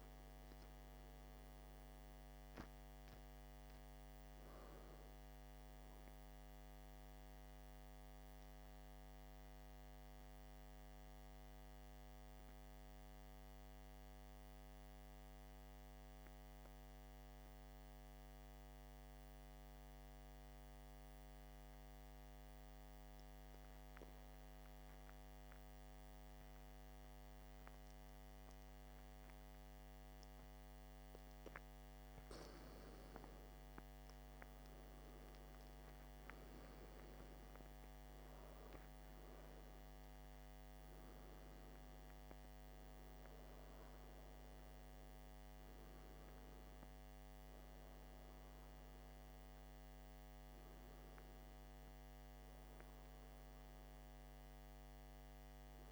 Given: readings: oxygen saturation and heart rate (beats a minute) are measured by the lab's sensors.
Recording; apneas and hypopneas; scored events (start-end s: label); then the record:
breathing in sleep, hard to hear, by a microphone on the trachea; 1
7.00-30.50 s: mixed apnea (oxygen 96% before, 93% lowest, heart rate 61 before, 47 extreme, up 10 after)
34.00-38.50 s: arousal
From the record:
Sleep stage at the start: N2 (light sleep); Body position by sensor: on the back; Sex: male